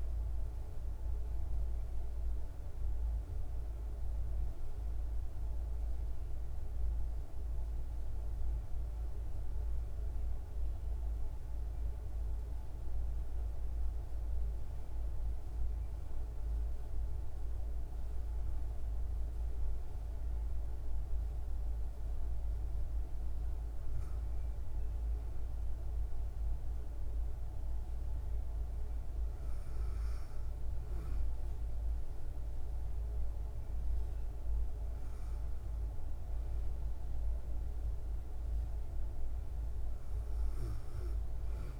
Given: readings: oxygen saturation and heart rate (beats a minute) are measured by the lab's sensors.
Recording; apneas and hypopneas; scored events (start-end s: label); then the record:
breathing in sleep, hard to hear, by a room microphone; none
none scored
From the record:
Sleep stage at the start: N1 (lightest sleep); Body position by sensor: on the back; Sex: female